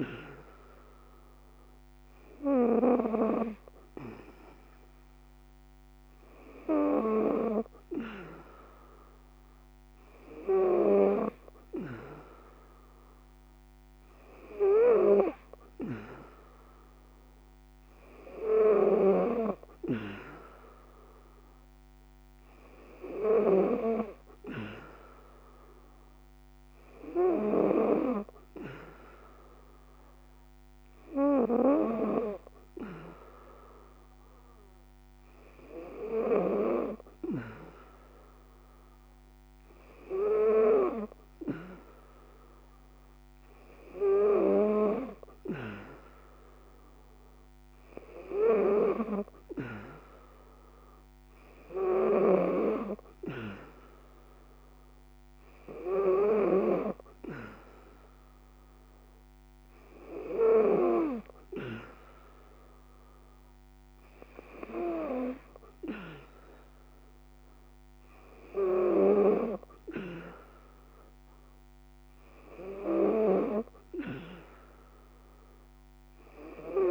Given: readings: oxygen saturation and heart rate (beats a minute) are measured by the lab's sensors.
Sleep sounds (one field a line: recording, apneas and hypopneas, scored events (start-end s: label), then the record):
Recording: breathing in sleep by a microphone on the trachea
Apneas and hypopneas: none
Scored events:
51.00-56.00 s: snoring (device-marked)
From the record:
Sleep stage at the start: N3 (deep sleep)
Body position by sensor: on the back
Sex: female